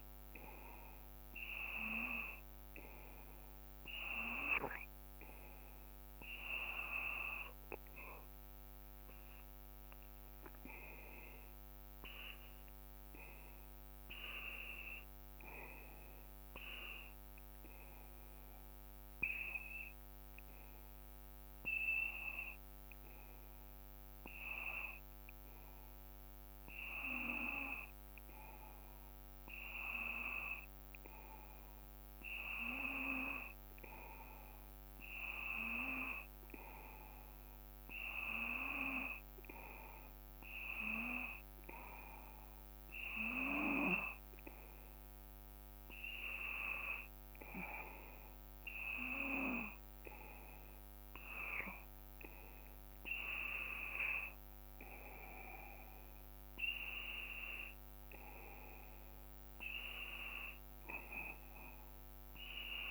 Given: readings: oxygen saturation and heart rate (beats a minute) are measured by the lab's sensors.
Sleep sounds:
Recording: breathing in sleep by a microphone on the trachea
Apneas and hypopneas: none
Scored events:
0.00-1.00 s: arousal
61.00-62.91 s: arousal
From the record:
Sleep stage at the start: N2 (light sleep)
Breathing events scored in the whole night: 191 in 4.5 hours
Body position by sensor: on the back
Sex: male

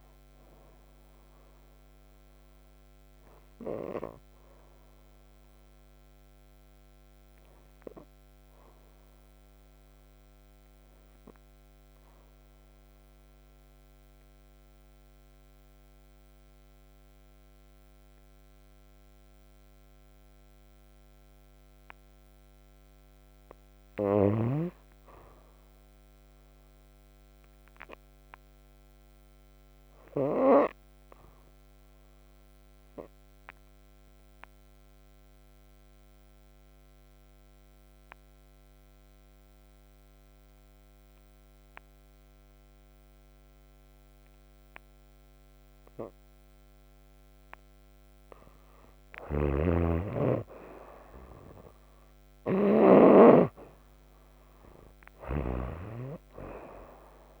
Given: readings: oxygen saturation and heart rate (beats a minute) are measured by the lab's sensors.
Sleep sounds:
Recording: breathing in sleep by a microphone on the trachea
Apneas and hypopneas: 2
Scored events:
0.00-31.00 s: oxygen desaturation (device-marked, oxygen 74% lowest, heart rate 56 extreme)
7.00-20.50 s: obstructive apnea (oxygen 91% before, 74% lowest, heart rate 68 before, 59 extreme, up 4 after)
23.00-26.50 s: arousal
32.50-48.00 s: obstructive apnea (oxygen 97% before, 78% lowest, heart rate 62 before, 46 extreme, up 5 after)
49.00-53.00 s: snoring (device-marked)
50.00-52.50 s: arousal
50.00-57.40 s: oxygen desaturation (device-marked, oxygen 95% before, 78% lowest, heart rate 62 before, 46 extreme)
55.00-57.40 s: snoring (device-marked)
From the record:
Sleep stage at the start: N2 (light sleep)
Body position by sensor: on the right side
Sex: female

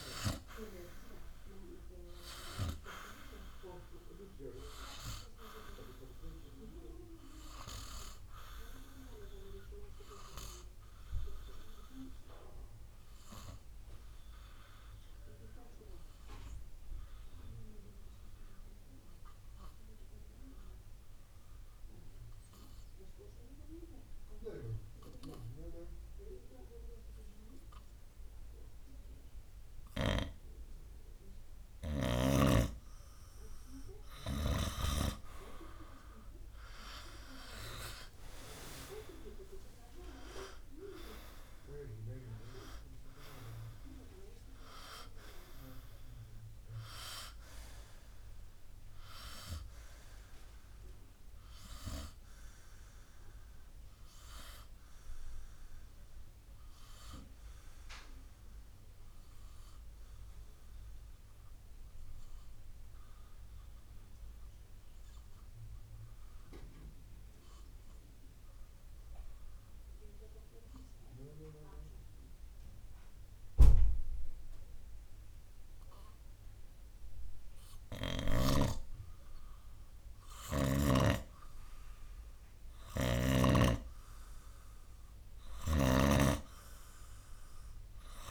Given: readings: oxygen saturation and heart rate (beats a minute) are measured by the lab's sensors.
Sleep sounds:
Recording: breathing in sleep by a room microphone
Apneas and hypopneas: 2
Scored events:
6.00-33.00 s: obstructive apnea (oxygen 97% before, 90% lowest, heart rate 65 before, 56 extreme, up 11 after)
9.50-25.50 s: oxygen desaturation (device-marked, oxygen 94% before, 90% lowest, heart rate 64 before, 56 extreme)
35.00-39.00 s: arousal
54.00-81.50 s: obstructive apnea (oxygen 97% before, 91% lowest, heart rate 65 before, 55 extreme, up 5 after)
64.50-75.50 s: oxygen desaturation (device-marked, oxygen 97% before, 92% lowest, heart rate 60 before, 57 extreme)
85.00-88.31 s: arousal
From the record:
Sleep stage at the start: N2 (light sleep)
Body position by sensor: on the right side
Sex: male

